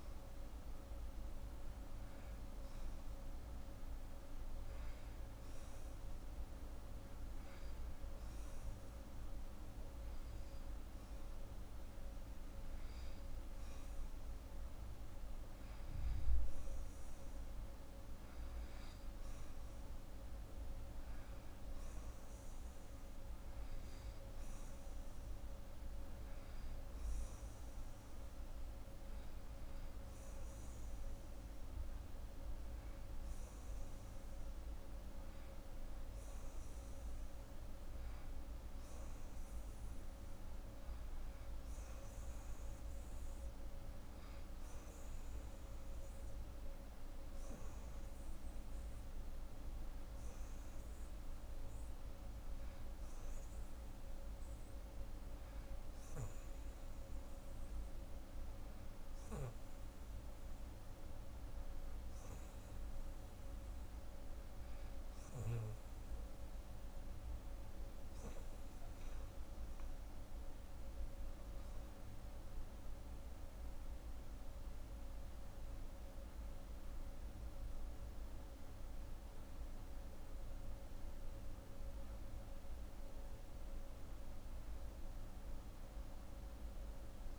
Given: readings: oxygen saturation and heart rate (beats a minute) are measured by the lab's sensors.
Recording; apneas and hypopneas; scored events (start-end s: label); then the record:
breathing in sleep, hard to hear, by a room microphone; none
none scored
From the record:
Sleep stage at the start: N2 (light sleep); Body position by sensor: on the right side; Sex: female